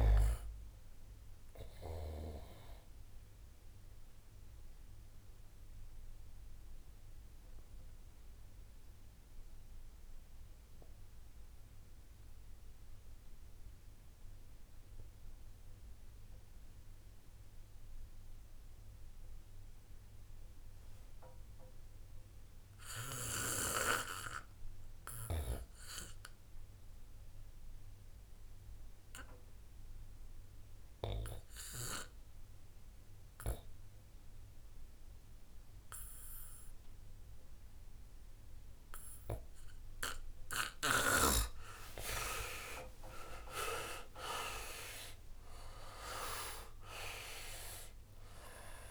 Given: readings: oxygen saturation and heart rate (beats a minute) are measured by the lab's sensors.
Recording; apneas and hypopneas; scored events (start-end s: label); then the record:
breathing in sleep by a room microphone; 1
1.00-26.00 s: oxygen desaturation (device-marked, oxygen 96% before, 88% lowest)
6.00-39.50 s: obstructive apnea (oxygen 99% before, 83% lowest)
33.00-48.91 s: oxygen desaturation (device-marked, oxygen 92% before, 83% lowest)
41.50-45.50 s: arousal
From the record:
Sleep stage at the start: REM sleep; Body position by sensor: on the back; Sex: male